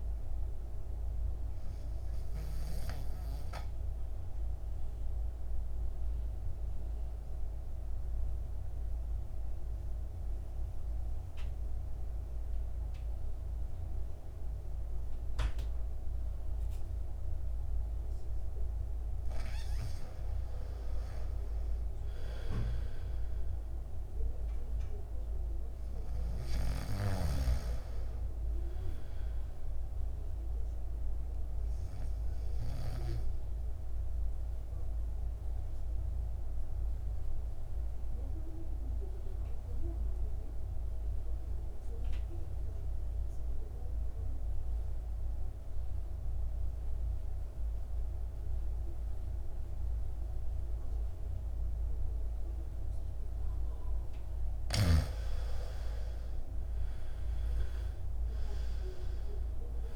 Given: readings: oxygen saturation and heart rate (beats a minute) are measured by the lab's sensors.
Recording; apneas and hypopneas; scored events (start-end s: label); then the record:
breathing in sleep by a room microphone; 2
1.50-19.50 s: obstructive apnea (oxygen 98% before, 85% lowest, heart rate 56 before, 50 extreme, up 4 after)
7.50-23.50 s: oxygen desaturation (device-marked, oxygen 97% before, 87% lowest, heart rate 56 before, 50 extreme)
22.50-25.50 s: arousal
32.50-55.50 s: mixed apnea (oxygen 99% before, 83% lowest, heart rate 54 before, 50 extreme, up 12 after)
39.50-53.50 s: oxygen desaturation (device-marked, oxygen 98% before, 91% lowest, heart rate 54 before, 52 extreme)
55.50-59.96 s: oxygen desaturation (device-marked, oxygen 98% before, 83% lowest, heart rate 53 before, 54 extreme)
56.50-59.96 s: arousal
From the record:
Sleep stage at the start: N2 (light sleep); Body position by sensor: on the back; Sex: male